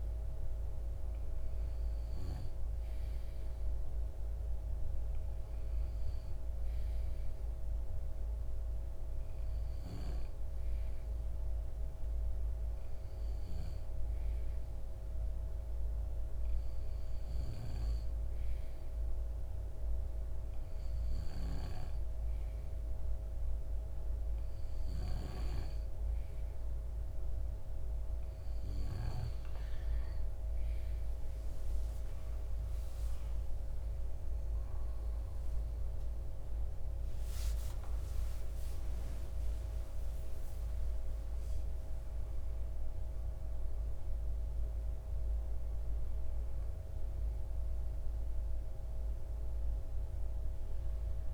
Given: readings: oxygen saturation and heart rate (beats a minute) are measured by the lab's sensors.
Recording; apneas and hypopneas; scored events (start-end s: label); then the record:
breathing in sleep, hard to hear, by a room microphone; none
33.00-38.00 s: arousal
From the record:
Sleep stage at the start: N2 (light sleep); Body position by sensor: on the left side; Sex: male